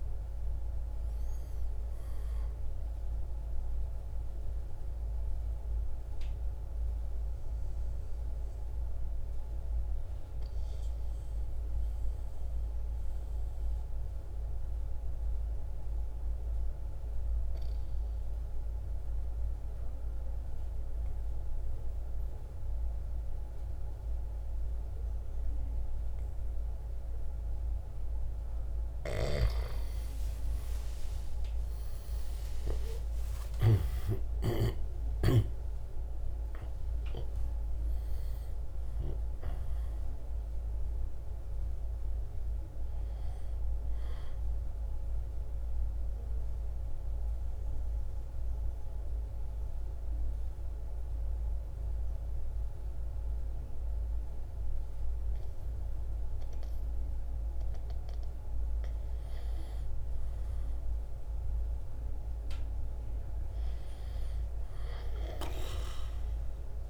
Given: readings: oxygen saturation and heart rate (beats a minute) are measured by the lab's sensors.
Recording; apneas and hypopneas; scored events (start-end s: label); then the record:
breathing in sleep by a room microphone; 2
0.00-6.50 s: drop in pulse transit time (device-marked, heart rate 55 extreme)
0.00-18.50 s: oxygen desaturation (device-marked, oxygen 87% lowest, heart rate 52 extreme)
3.00-27.00 s: obstructive apnea (oxygen 98% before, 85% lowest, heart rate 64 before, 52 extreme, up 6 after)
28.50-33.50 s: snoring (device-marked)
29.50-59.50 s: oxygen desaturation (device-marked, oxygen 98% before, 85% lowest, heart rate 54 before, 52 extreme)
30.00-35.50 s: arousal
35.50-45.50 s: drop in pulse transit time (device-marked, heart rate 56 before, 58 extreme)
44.00-56.00 s: obstructive apnea (oxygen 98% before, 85% lowest, heart rate 59 before, 52 extreme, up 7 after)
59.50-65.50 s: arousal
From the record:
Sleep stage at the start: N2 (light sleep); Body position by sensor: on the right side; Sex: male